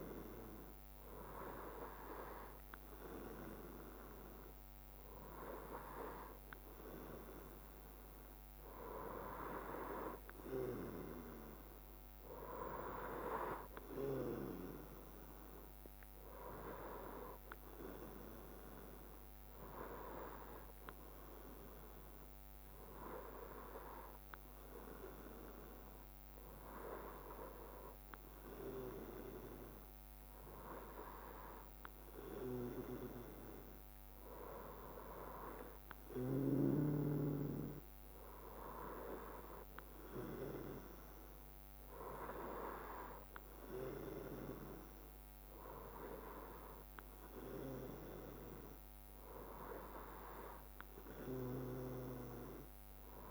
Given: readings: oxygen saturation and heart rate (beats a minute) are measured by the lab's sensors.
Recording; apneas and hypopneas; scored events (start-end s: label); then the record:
breathing in sleep by a microphone on the trachea; none
none scored
From the record:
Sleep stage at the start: N2 (light sleep); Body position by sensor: on the right side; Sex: male